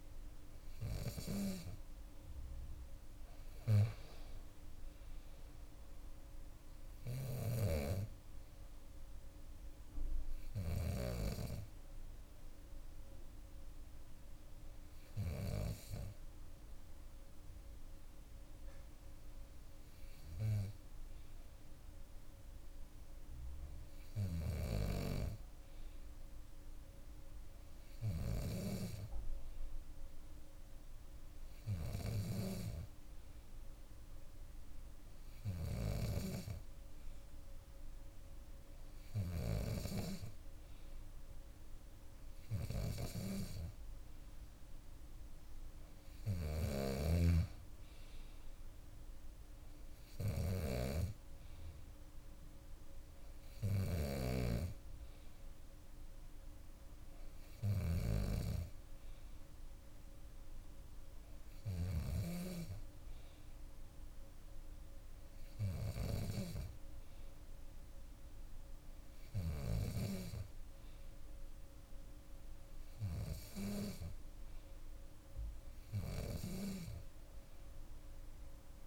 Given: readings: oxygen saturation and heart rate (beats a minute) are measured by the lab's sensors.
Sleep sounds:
breathing in sleep by a room microphone; none
4.00-7.50 s: arousal
9.00-17.00 s: bradycardia (device-marked, heart rate 64 before, 57 extreme)
53.00-58.00 s: bradycardia (device-marked, heart rate 64 before, 59 extreme)
53.50-62.00 s: snoring (device-marked)
From the record:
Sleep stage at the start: N2 (light sleep); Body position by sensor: on the back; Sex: female

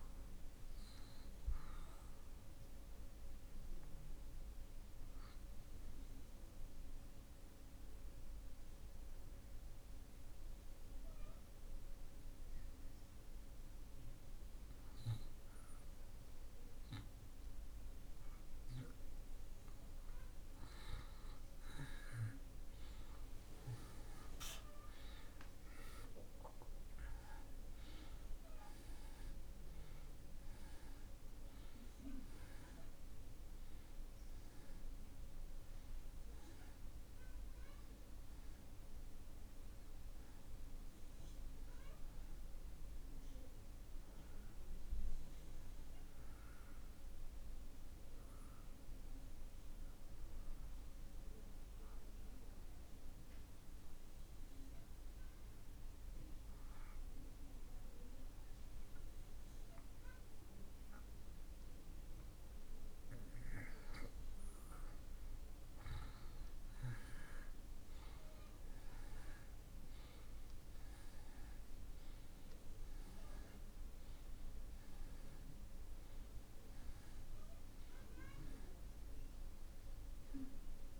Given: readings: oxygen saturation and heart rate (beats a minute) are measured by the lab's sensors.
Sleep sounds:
breathing in sleep, hard to hear, by a room microphone; 2
0.00-13.50 s: oxygen desaturation (device-marked, oxygen 84% lowest)
3.00-18.50 s: obstructive apnea (oxygen 96% before, 80% lowest)
21.00-25.50 s: arousal
23.50-54.50 s: oxygen desaturation (device-marked, oxygen 93% before, 80% lowest)
47.00-63.00 s: obstructive apnea (oxygen 93% before, 82% lowest)
65.50-71.00 s: arousal
70.50-81.00 s: oxygen desaturation (device-marked, oxygen 96% before, 82% lowest)
From the record:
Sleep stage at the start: N1 (lightest sleep); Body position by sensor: on the back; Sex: male

